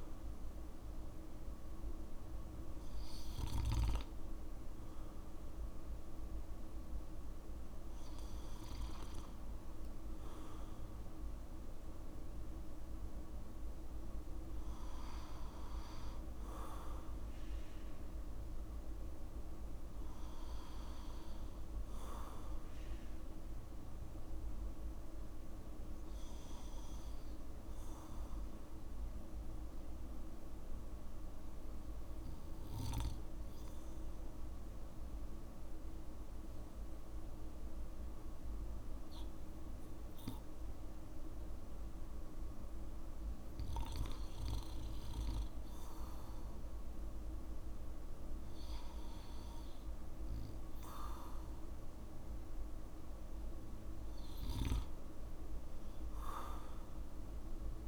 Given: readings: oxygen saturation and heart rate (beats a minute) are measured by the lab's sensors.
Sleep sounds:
breathing in sleep, hard to hear, by a room microphone; 1
16.00-30.00 s: oxygen desaturation (device-marked, oxygen 95% before, 91% lowest, heart rate 59 before, 55 extreme)
34.00-46.50 s: obstructive apnea (oxygen 95% before, 91% lowest, heart rate 57 before, 54 extreme, up 1 after)
50.00-54.00 s: arousal
From the record:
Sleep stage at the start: N2 (light sleep); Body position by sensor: on the back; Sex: male

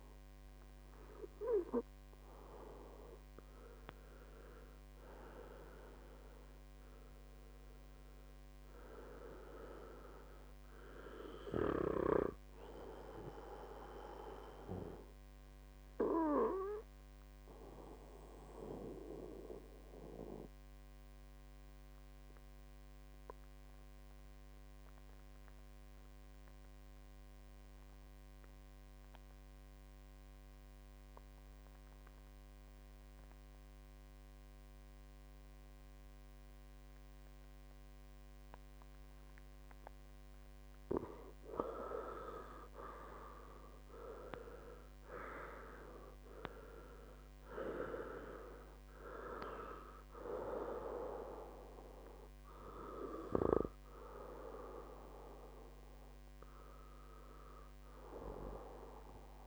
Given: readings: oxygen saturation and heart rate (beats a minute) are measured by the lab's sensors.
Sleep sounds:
breathing in sleep by a microphone on the trachea; 1
9.50-12.50 s: arousal
16.50-18.50 s: long interval between heartbeats (device-marked, heart rate 70 before, 71 extreme)
17.50-41.50 s: mixed apnea (oxygen 97% before, 91% lowest, heart rate 70 before, 62 extreme, up 15 after)
41.00-59.47 s: oxygen desaturation (device-marked, oxygen 97% before, 91% lowest, heart rate 67 before, 57 extreme)
43.50-46.00 s: arousal
From the record:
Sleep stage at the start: N2 (light sleep); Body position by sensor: on the right side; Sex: male

